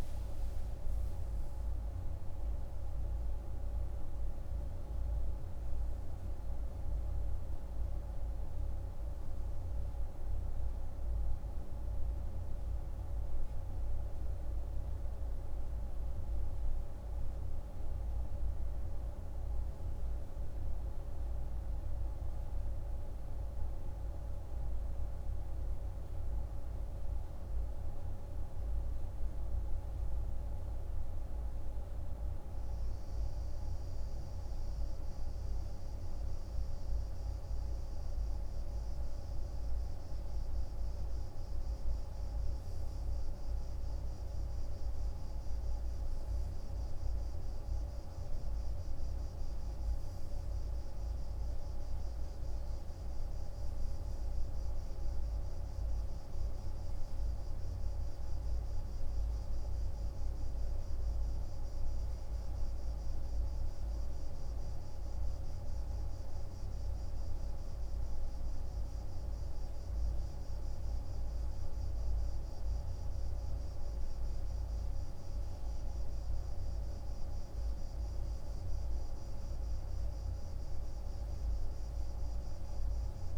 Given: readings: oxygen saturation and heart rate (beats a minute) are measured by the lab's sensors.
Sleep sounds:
breathing in sleep, hard to hear, by a room microphone; none
0.00-1.50 s: arousal
From the record:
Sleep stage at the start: N2 (light sleep); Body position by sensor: on the right side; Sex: male

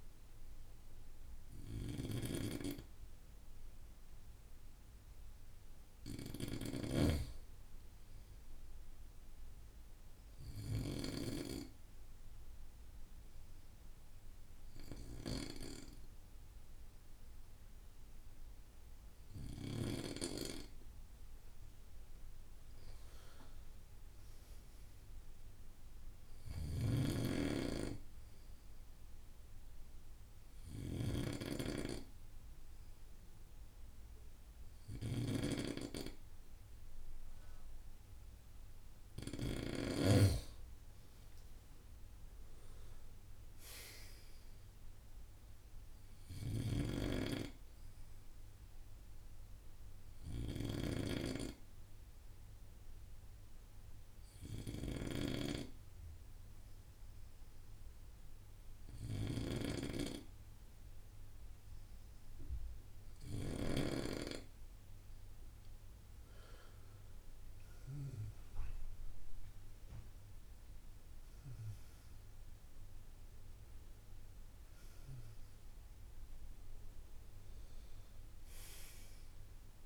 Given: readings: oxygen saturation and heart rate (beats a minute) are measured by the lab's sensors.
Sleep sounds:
breathing in sleep by a room microphone; 3
4.00-7.00 s: arousal
9.00-20.50 s: obstructive apnea (oxygen 95% before, 93% lowest)
21.50-26.00 s: arousal
26.00-31.00 s: snoring (device-marked)
29.50-39.50 s: obstructive apnea (oxygen 96% before, 92% lowest)
42.00-45.50 s: arousal
46.00-50.50 s: snoring (device-marked)
48.50-65.50 s: obstructive apnea (oxygen 95% before, 92% lowest)
68.00-73.00 s: arousal
From the record:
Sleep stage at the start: N2 (light sleep); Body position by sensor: on the right side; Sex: male

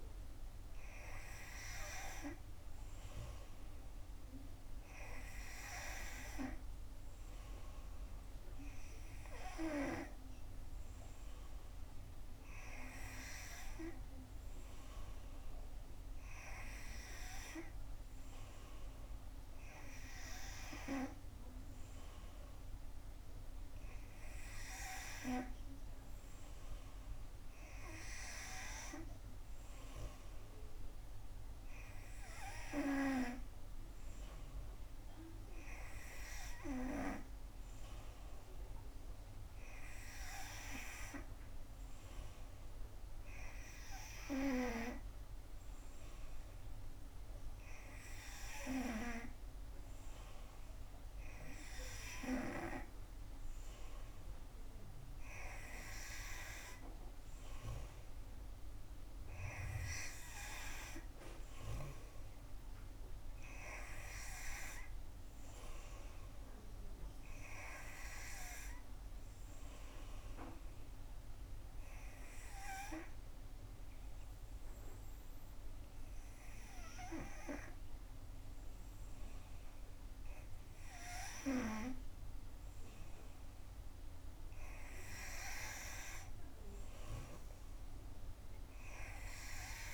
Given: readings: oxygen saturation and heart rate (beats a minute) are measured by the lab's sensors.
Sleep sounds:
breathing in sleep by a room microphone; 1
71.50-84.00 s: obstructive apnea (oxygen 90% before, 89% lowest, heart rate 67 before, 64 extreme, up 4 after)
87.00-89.94 s: arousal
From the record:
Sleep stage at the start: N3 (deep sleep); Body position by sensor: on the back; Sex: female

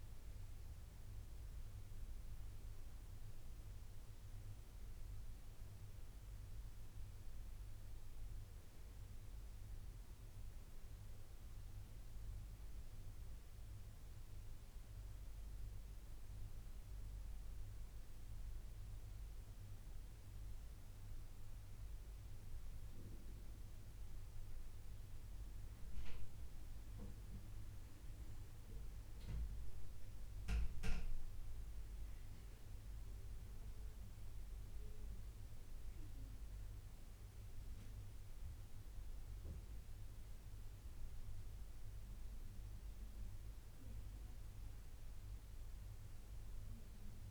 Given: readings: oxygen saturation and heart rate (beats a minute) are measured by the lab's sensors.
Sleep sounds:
breathing in sleep, hard to hear, by a room microphone; none
none scored
From the record:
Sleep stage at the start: N2 (light sleep); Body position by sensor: on the right side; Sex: male

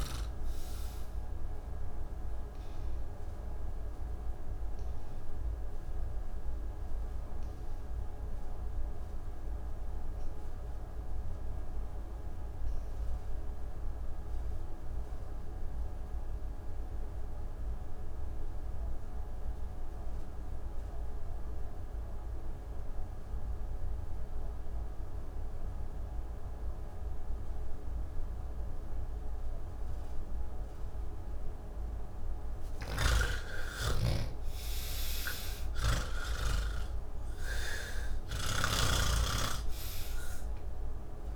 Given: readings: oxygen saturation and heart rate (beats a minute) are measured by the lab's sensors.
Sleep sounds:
breathing in sleep by a room microphone; 1
0.00-17.00 s: oxygen desaturation (device-marked, oxygen 74% lowest, heart rate 48 extreme)
2.50-32.00 s: obstructive apnea (oxygen 94% before, 73% lowest, heart rate 108 before, 48 extreme)
25.00-41.36 s: oxygen desaturation (device-marked, oxygen 98% before, 77% lowest, heart rate 87 before, 40 extreme)
32.50-38.50 s: snoring (device-marked)
From the record:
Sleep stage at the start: N3 (deep sleep); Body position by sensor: on the back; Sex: male

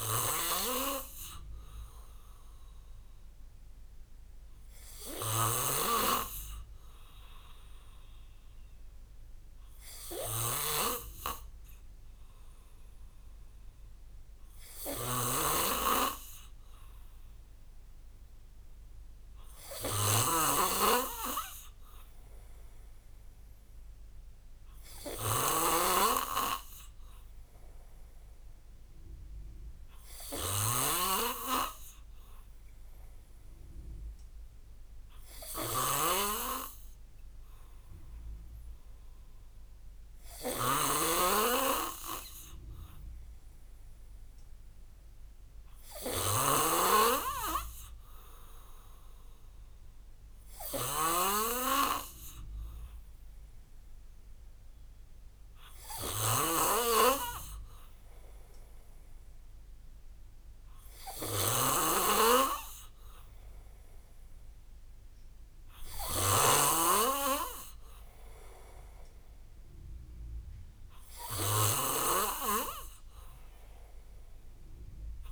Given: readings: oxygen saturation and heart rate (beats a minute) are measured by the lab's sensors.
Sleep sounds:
breathing in sleep by a room microphone; none
0.00-75.32 s: snoring (device-marked)
From the record:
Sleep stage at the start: N2 (light sleep); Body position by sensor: on the back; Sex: male

